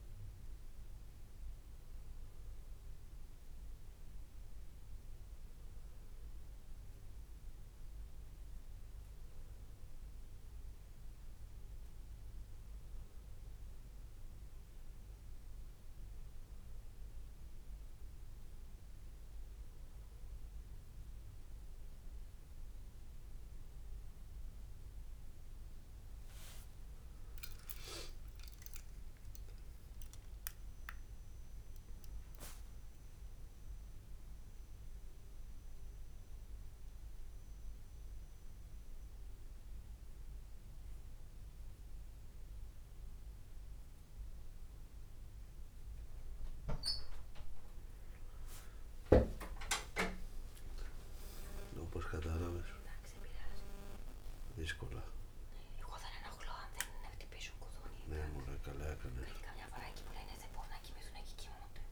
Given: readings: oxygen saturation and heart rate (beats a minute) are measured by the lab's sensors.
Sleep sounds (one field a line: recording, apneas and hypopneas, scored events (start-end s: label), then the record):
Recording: a person awake in a sleep study, by a room microphone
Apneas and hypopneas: none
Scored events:
34.00-36.00 s: long interval between heartbeats (device-marked, heart rate 85 before, 85 extreme)
From the record:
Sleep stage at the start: awake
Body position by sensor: on the back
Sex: male